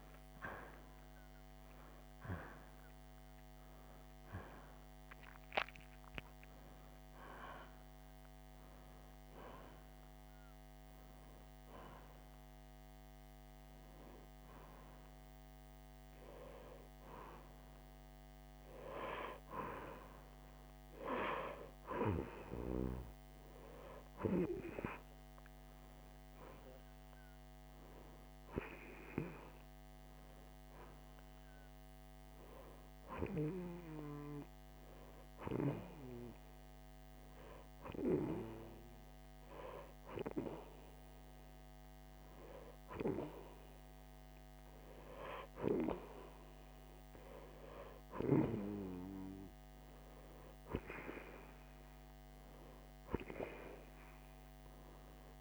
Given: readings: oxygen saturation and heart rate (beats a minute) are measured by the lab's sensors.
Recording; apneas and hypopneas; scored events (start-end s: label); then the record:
breathing in sleep by a microphone on the trachea; 1
26.00-55.41 s: new sleep stage, N2 (light sleep)
26.50-30.00 s: arousal
33.00-46.50 s: hypopnea (oxygen 93% before, 89% lowest, heart rate 103 before, 96 extreme, up 39 after)
48.50-52.00 s: arousal
From the record:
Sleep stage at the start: N1 (lightest sleep); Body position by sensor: on the right side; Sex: female